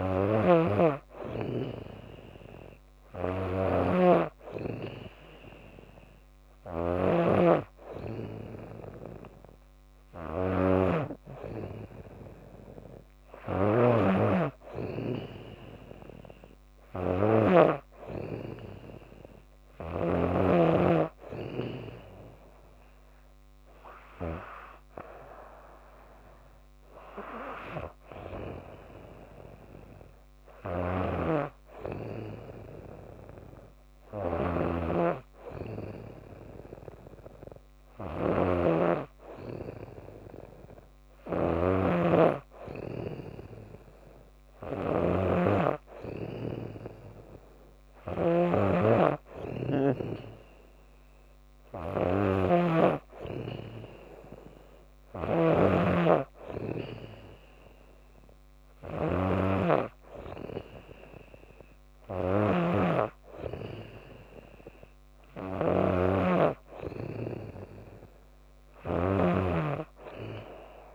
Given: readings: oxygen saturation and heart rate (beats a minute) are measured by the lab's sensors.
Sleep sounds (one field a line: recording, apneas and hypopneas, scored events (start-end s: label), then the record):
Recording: breathing in sleep by a microphone on the trachea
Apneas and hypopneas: none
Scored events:
0.00-68.50 s: snoring (device-marked)
From the record:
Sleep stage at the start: N2 (light sleep)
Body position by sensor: on the back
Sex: female